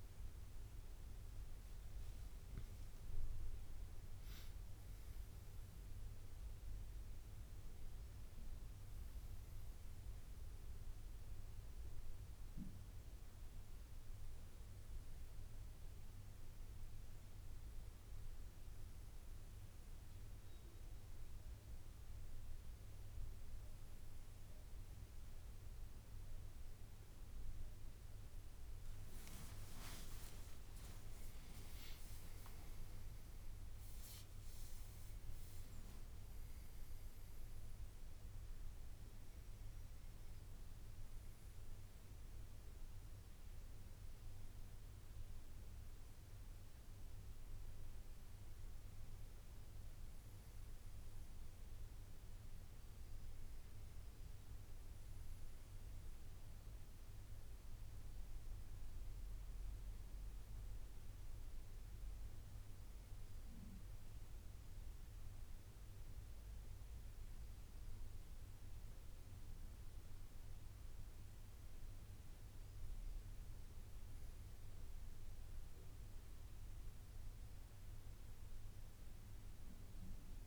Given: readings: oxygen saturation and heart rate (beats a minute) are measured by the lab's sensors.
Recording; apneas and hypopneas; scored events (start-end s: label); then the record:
breathing in sleep, hard to hear, by a room microphone; none
29.50-34.00 s: arousal
From the record:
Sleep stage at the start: N1 (lightest sleep); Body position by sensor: on the left side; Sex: male